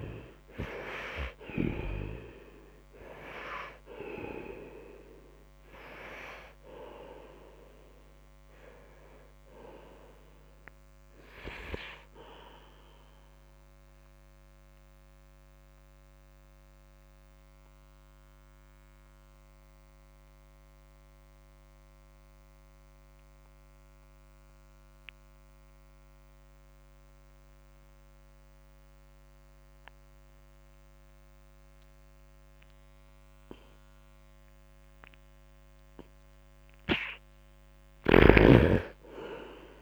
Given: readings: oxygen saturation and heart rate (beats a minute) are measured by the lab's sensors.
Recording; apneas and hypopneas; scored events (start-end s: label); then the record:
breathing in sleep by a microphone on the trachea; 1
7.00-33.00 s: oxygen desaturation (device-marked, oxygen 92% before, 73% lowest, heart rate 59 before, 61 extreme)
12.00-35.50 s: obstructive apnea (oxygen 98% before, 73% lowest, heart rate 63 before, 61 extreme)
37.50-39.81 s: arousal
From the record:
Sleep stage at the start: N2 (light sleep); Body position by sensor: on the right side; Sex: male